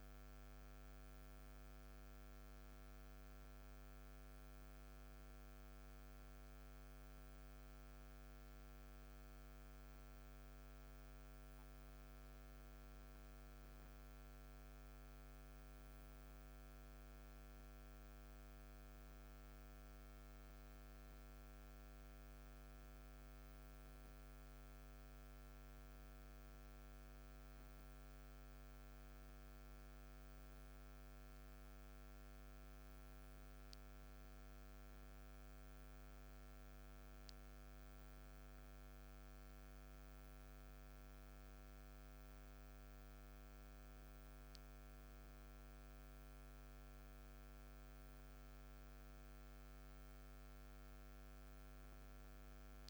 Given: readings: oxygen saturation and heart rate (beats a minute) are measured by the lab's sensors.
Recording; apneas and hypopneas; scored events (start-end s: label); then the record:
a person awake in a sleep study, hard to hear, by a microphone on the trachea; none
none scored
From the record:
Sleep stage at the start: awake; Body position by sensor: on the back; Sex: male